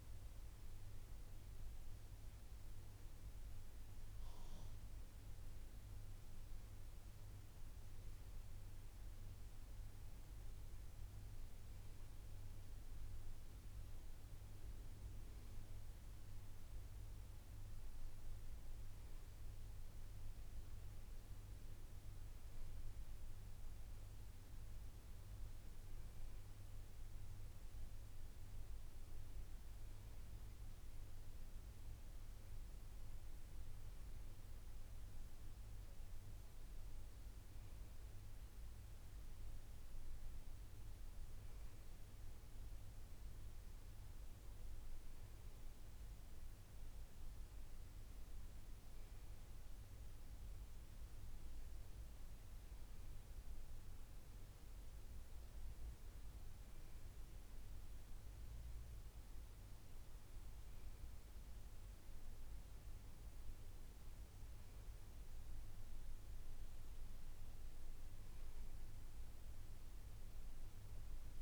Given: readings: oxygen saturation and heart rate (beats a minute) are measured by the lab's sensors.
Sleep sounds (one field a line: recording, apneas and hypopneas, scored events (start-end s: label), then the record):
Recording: breathing in sleep, hard to hear, by a room microphone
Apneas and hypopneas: none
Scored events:
none scored
From the record:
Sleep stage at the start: N2 (light sleep)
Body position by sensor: on the back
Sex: male